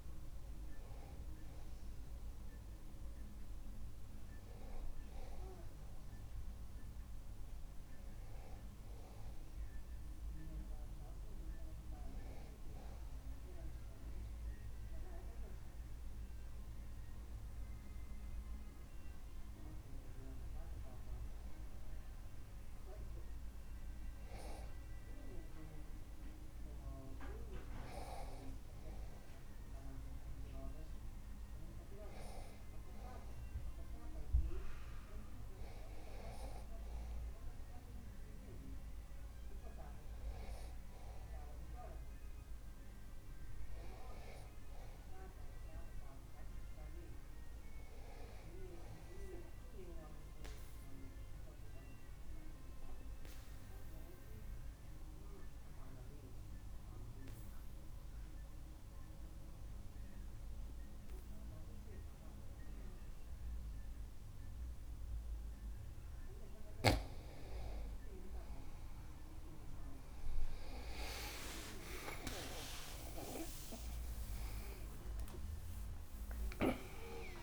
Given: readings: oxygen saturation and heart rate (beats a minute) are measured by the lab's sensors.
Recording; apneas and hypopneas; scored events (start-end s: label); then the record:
breathing in sleep by a room microphone; 1
52.00-67.00 s: obstructive apnea (oxygen 98% before, 91% lowest)
60.00-77.43 s: new sleep stage, awake
From the record:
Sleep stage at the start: N2 (light sleep); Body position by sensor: on the back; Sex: male